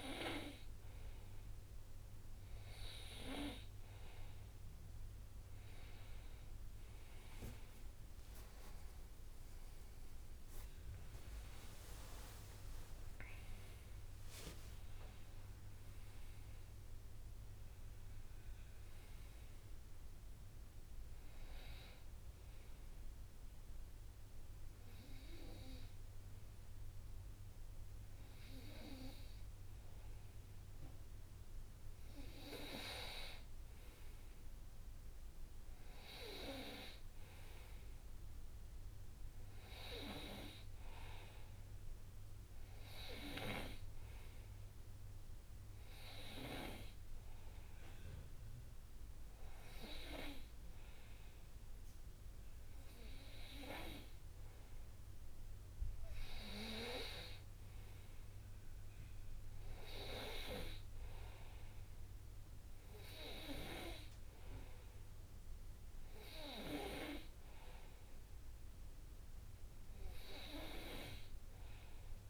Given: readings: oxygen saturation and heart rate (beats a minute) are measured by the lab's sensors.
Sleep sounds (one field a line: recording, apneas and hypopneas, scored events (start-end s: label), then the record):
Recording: breathing in sleep by a room microphone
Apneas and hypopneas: none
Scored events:
10.50-15.00 s: arousal
From the record:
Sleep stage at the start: N2 (light sleep)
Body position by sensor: on the right side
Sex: male